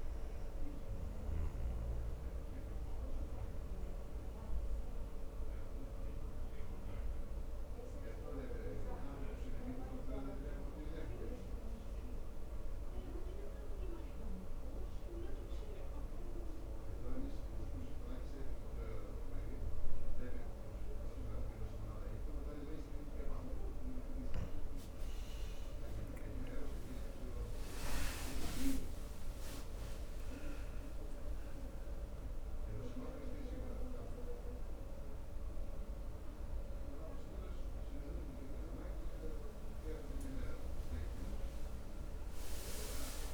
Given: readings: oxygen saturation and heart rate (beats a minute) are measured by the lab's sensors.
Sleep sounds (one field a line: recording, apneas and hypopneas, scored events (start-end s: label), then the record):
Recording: breathing in sleep by a room microphone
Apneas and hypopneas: 1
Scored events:
1.50-25.00 s: mixed apnea (oxygen 98% before, 91% lowest, heart rate 71 before, 65 extreme, up 6 after)
19.00-26.00 s: oxygen desaturation (device-marked, oxygen 97% before, 91% lowest, heart rate 68 before, 68 extreme)
26.50-30.50 s: arousal
40.00-43.34 s: new sleep stage, N1 (lightest sleep)
From the record:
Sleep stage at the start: N2 (light sleep)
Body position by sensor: on the back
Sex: male